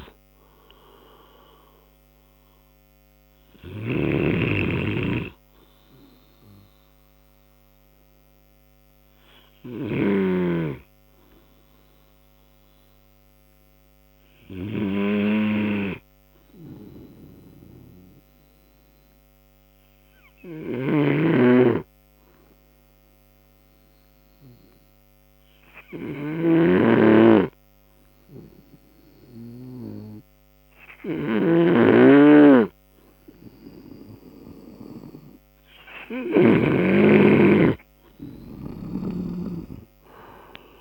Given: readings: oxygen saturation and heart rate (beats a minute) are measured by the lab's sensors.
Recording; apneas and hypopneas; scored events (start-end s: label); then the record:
breathing in sleep by a microphone on the trachea; 1
0.00-11.00 s: snoring (device-marked)
0.00-16.50 s: oxygen desaturation (device-marked, oxygen 88% lowest, heart rate 58 extreme)
3.00-36.50 s: obstructive apnea (oxygen 99% before, 88% lowest, heart rate 70 before, 53 extreme, up 19 after)
21.50-40.00 s: snoring (device-marked)
32.50-40.81 s: oxygen desaturation (device-marked, oxygen 97% before, 90% lowest, heart rate 64 before, 53 extreme)
39.50-40.81 s: arousal
From the record:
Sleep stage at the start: N2 (light sleep); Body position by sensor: on the right side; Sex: male